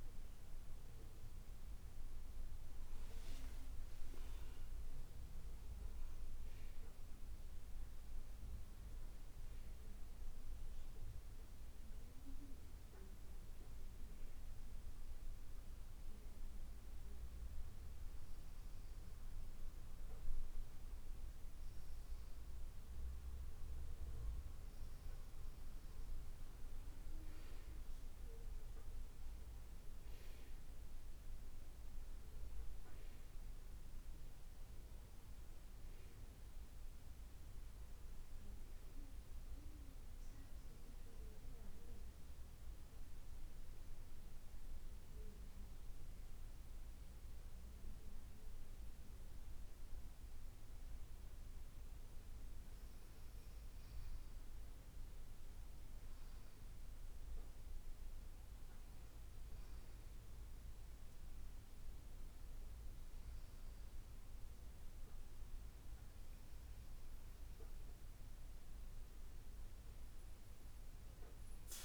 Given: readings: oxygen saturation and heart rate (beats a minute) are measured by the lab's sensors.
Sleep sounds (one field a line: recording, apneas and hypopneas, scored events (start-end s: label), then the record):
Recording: breathing in sleep, hard to hear, by a room microphone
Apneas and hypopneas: none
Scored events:
0.50-5.50 s: arousal
60.00-71.85 s: new sleep stage, N2 (light sleep)
From the record:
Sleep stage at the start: N1 (lightest sleep)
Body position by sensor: on the back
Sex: female